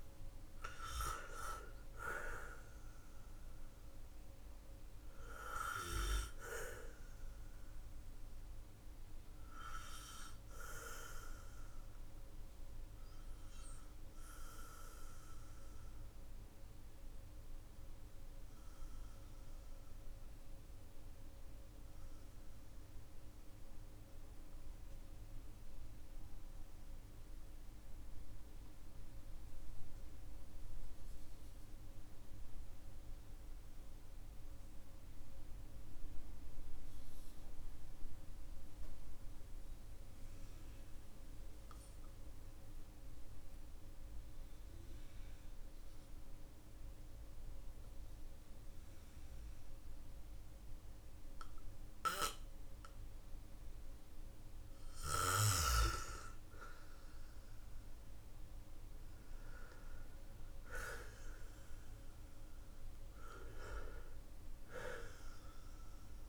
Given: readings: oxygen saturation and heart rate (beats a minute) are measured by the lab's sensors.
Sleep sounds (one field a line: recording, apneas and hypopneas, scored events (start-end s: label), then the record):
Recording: breathing in sleep by a room microphone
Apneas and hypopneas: 1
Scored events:
0.00-30.50 s: oxygen desaturation (device-marked, oxygen 91% lowest, heart rate 45 extreme)
5.50-58.50 s: obstructive apnea (oxygen 99% before, 91% lowest, heart rate 50 before, 41 extreme, up 4 after)
61.00-65.50 s: arousal
From the record:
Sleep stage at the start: N2 (light sleep)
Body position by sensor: on the back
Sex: male